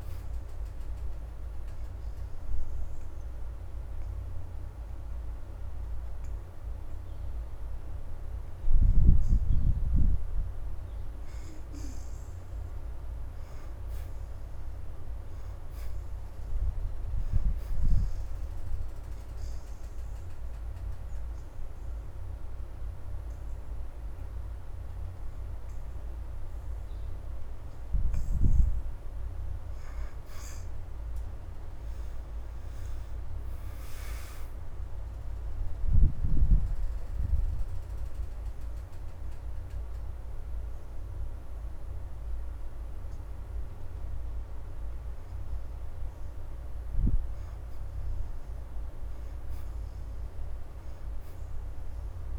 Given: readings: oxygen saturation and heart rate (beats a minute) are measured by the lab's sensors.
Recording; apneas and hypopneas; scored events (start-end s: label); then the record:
breathing in sleep by a room microphone; 3
1.50-11.50 s: hypopnea (oxygen 83% before, 58% lowest, heart rate 81 before, 76 extreme, up 3 after)
1.50-18.50 s: oxygen desaturation (device-marked, oxygen 79% before, 63% lowest, heart rate 81 before, 76 extreme)
13.50-16.50 s: arousal
20.00-30.00 s: obstructive apnea (oxygen 79% before, 58% lowest, heart rate 81 before, 76 extreme, up 5 after)
20.50-33.50 s: oxygen desaturation (device-marked, oxygen 79% before, 64% lowest, heart rate 81 before, 76 extreme)
32.00-35.50 s: arousal
35.50-52.38 s: oxygen desaturation (device-marked, oxygen 79% before, 58% lowest, heart rate 81 before, 76 extreme)
37.50-47.50 s: hypopnea (oxygen 79% before, 58% lowest, heart rate 82 before, 76 extreme, up 4 after)
48.50-51.50 s: arousal
From the record:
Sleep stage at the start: N2 (light sleep); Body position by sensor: on the back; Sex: female